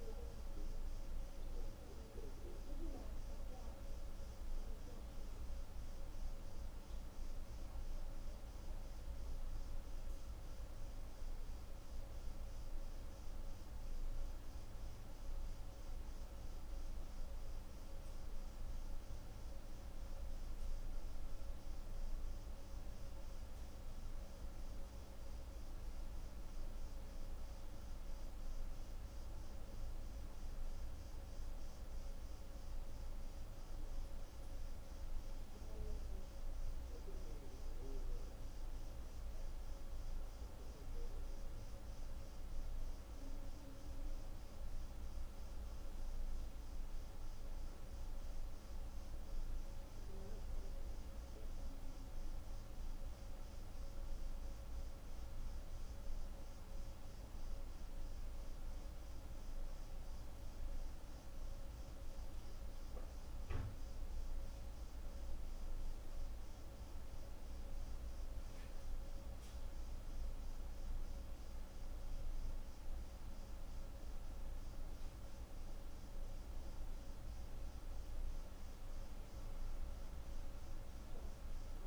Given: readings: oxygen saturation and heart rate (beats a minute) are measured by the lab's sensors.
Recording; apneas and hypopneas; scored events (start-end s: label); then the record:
breathing in sleep, hard to hear, by a room microphone; none
none scored
From the record:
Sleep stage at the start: N1 (lightest sleep); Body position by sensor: on the right side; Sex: female